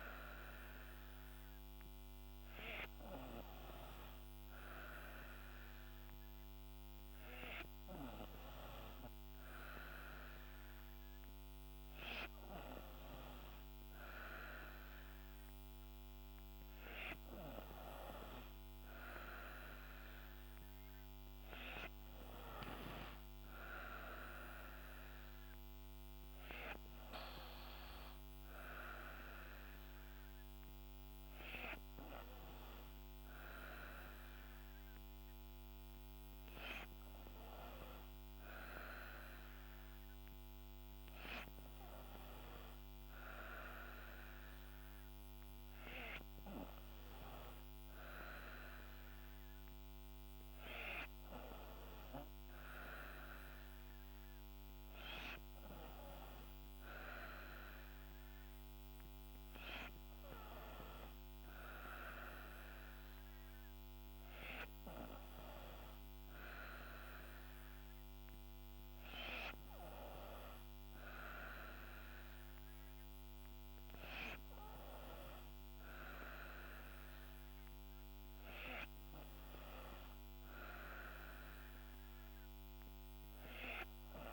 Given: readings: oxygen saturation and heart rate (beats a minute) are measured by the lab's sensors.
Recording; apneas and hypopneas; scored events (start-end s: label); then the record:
breathing in sleep by a microphone on the trachea; none
none scored
From the record:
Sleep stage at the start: N3 (deep sleep); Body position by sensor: on the back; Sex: female